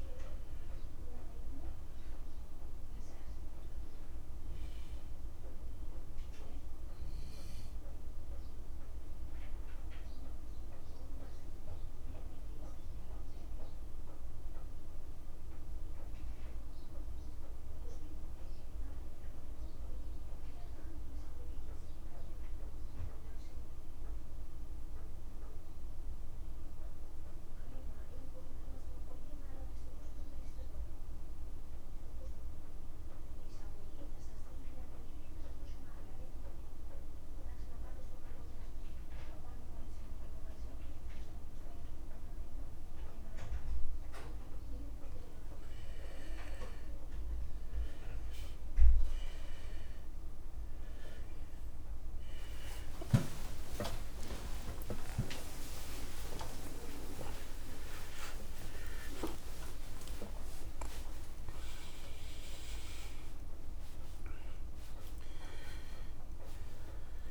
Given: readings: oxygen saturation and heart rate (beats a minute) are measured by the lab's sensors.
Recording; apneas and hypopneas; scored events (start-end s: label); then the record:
breathing in sleep by a room microphone; 1
0.00-21.50 s: oxygen desaturation (device-marked, oxygen 83% lowest, heart rate 51 extreme)
9.00-45.00 s: obstructive apnea (oxygen 96% before, 83% lowest, heart rate 56 before, 38 extreme, up 14 after)
40.50-67.31 s: oxygen desaturation (device-marked, oxygen 98% before, 84% lowest)
46.00-48.00 s: long interval between heartbeats (device-marked, heart rate 54 before, 65 extreme)
46.50-52.00 s: arousal
52.50-54.50 s: long interval between heartbeats (device-marked, heart rate 58 before, 68 extreme)
56.00-58.00 s: long interval between heartbeats (device-marked, heart rate 62 before, 90 extreme)
58.50-67.31 s: new sleep stage, N1 (lightest sleep)
From the record:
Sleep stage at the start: N2 (light sleep); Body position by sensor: on the back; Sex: male